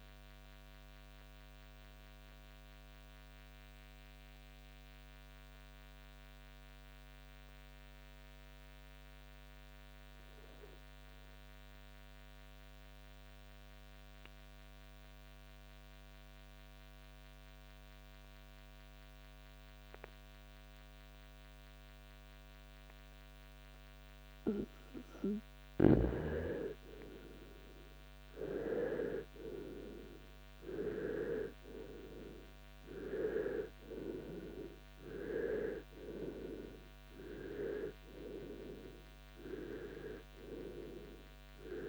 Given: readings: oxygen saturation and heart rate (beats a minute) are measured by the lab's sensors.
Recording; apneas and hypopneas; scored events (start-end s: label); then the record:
breathing in sleep by a microphone on the trachea; 1
1.00-25.00 s: mixed apnea (oxygen 96% before, 82% lowest, heart rate 72 before, 56 extreme, up 6 after)
4.00-19.00 s: oxygen desaturation (device-marked, oxygen 95% before, 82% lowest, heart rate 73 before, 56 extreme)
26.50-31.00 s: arousal
38.00-41.89 s: oxygen desaturation (device-marked, oxygen 98% before, 87% lowest, heart rate 64 before, 47 extreme)
From the record:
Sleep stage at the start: REM sleep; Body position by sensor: on the right side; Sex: male